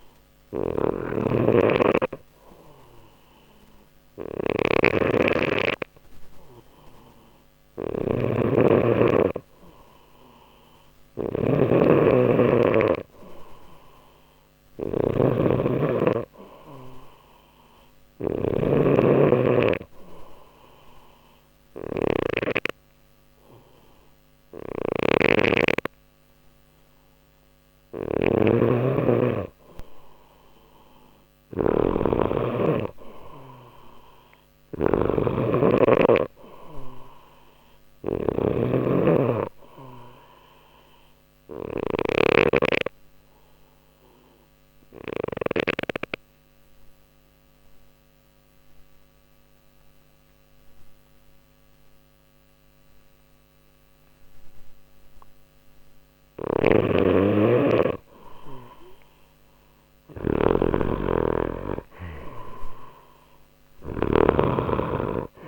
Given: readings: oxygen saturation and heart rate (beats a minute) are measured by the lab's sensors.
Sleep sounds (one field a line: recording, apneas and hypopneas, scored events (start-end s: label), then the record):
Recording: breathing in sleep by a microphone on the trachea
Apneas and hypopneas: 2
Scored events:
0.00-1.50 s: arousal
0.00-45.50 s: snoring (device-marked)
13.50-51.50 s: oxygen desaturation (device-marked, oxygen 97% before, 92% lowest, heart rate 60 before, 59 extreme)
19.00-31.00 s: obstructive apnea (oxygen 97% before, 91% lowest, heart rate 60 before, 60 extreme, up 0 after)
33.50-37.50 s: arousal
42.50-56.50 s: obstructive apnea (oxygen 94% before, 91% lowest, heart rate 60 before, 59 extreme, up 0 after)
56.00-65.48 s: snoring (device-marked)
60.00-63.50 s: arousal
From the record:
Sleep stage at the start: N2 (light sleep)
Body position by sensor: on the back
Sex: male